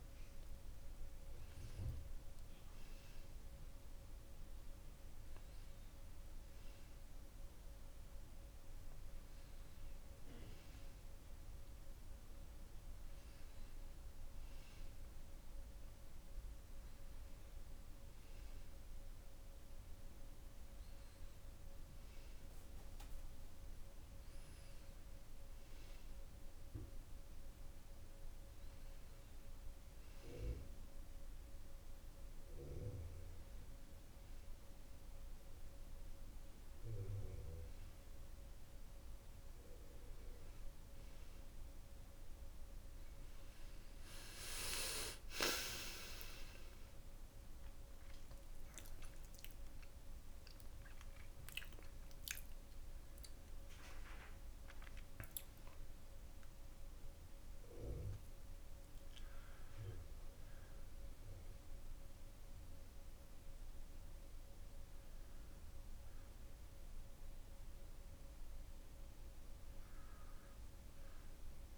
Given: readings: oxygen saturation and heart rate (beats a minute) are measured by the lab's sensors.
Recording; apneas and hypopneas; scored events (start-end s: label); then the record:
breathing in sleep by a room microphone; none
none scored
From the record:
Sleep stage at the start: N2 (light sleep); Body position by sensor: on the back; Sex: male